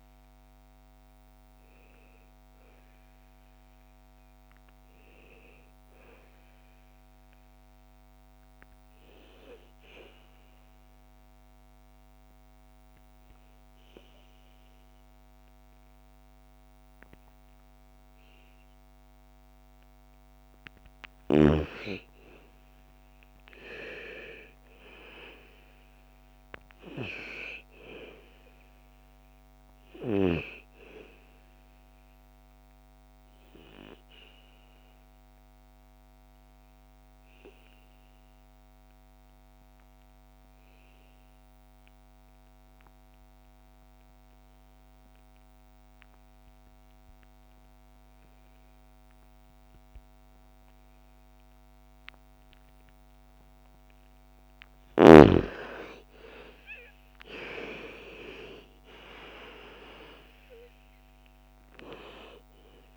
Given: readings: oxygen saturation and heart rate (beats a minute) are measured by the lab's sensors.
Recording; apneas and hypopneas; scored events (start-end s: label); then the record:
breathing in sleep by a microphone on the trachea; 2
0.00-5.50 s: oxygen desaturation (device-marked, oxygen 76% lowest, heart rate 55 extreme)
10.00-20.00 s: obstructive apnea (oxygen 100% before, 81% lowest, heart rate 64 before, 56 extreme, up 10 after)
22.50-26.50 s: arousal
26.50-40.50 s: oxygen desaturation (device-marked, oxygen 98% before, 91% lowest, heart rate 60 before, 55 extreme)
32.50-53.50 s: obstructive apnea (oxygen 100% before, 81% lowest, heart rate 62 before, 55 extreme, up 14 after)
53.50-62.97 s: oxygen desaturation (device-marked, oxygen 98% before, 81% lowest, heart rate 58 before, 56 extreme)
55.00-58.00 s: arousal
From the record:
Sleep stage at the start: N2 (light sleep); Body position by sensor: on the back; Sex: female